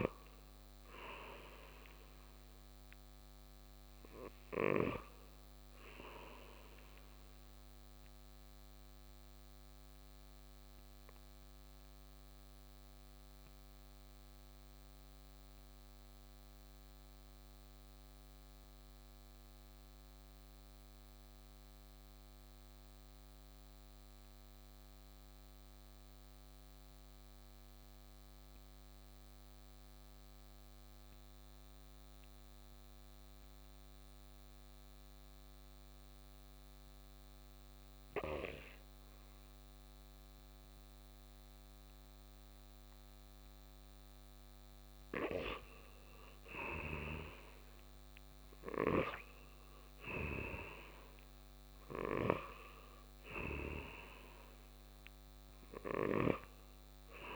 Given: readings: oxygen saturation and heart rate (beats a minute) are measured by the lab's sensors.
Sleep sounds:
breathing in sleep by a microphone on the trachea; 1
0.00-20.50 s: oxygen desaturation (device-marked, oxygen 91% lowest, heart rate 56 extreme)
7.50-46.00 s: mixed apnea (oxygen 98% before, 89% lowest, heart rate 60 before, 56 extreme, up 5 after)
34.50-57.36 s: oxygen desaturation (device-marked, oxygen 98% before, 89% lowest, heart rate 58 before, 56 extreme)
47.00-52.50 s: arousal
From the record:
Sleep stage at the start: N2 (light sleep); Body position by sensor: on the right side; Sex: male

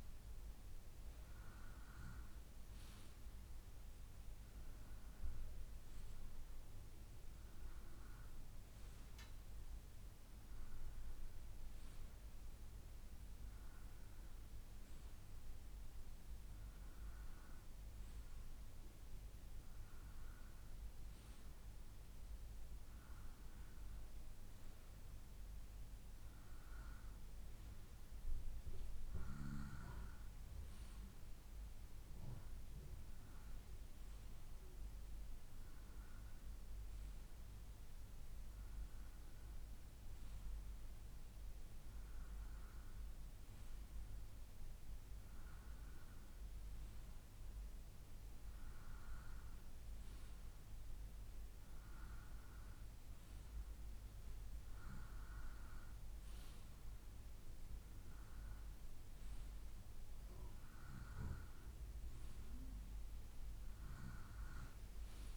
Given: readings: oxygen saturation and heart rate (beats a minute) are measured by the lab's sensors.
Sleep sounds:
breathing in sleep, hard to hear, by a room microphone; none
none scored
From the record:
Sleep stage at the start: N2 (light sleep); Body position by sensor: on the right side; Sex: male

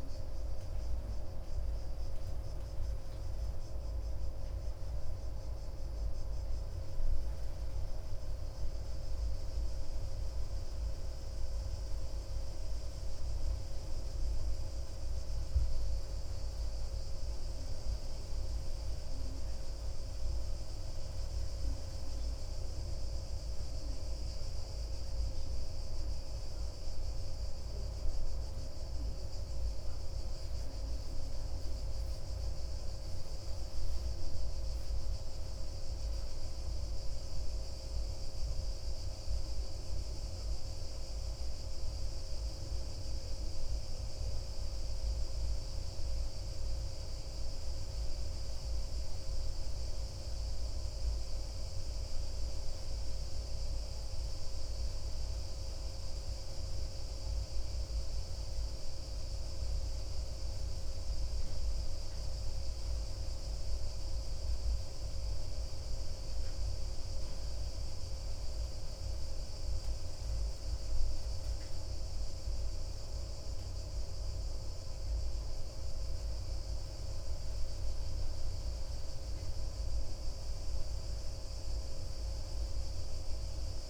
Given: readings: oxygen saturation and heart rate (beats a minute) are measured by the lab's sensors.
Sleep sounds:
breathing in sleep, hard to hear, by a room microphone; none
none scored
From the record:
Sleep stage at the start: N2 (light sleep); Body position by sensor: on the back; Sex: male

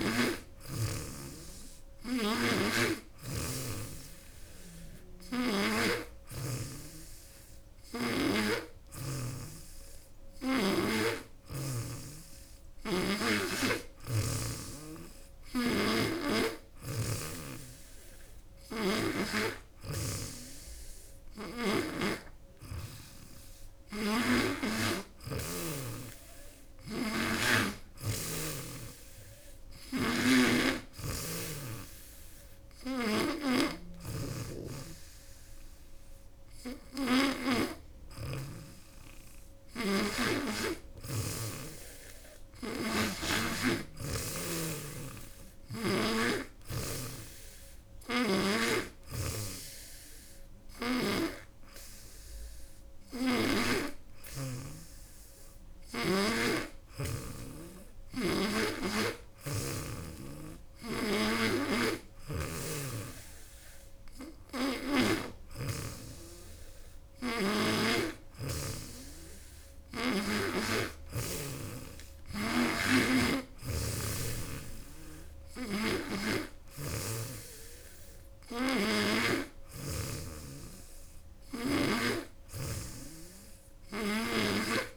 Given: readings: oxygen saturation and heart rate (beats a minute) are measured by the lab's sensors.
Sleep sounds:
breathing in sleep by a room microphone; none
0.00-5.50 s: snoring (device-marked)
15.00-19.00 s: snoring (device-marked)
23.50-37.50 s: snoring (device-marked)
39.50-43.00 s: snoring (device-marked)
47.50-51.00 s: snoring (device-marked)
60.50-65.00 s: snoring (device-marked)
72.00-81.50 s: snoring (device-marked)
83.50-84.97 s: snoring (device-marked)
From the record:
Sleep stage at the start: N3 (deep sleep); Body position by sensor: on the back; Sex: female

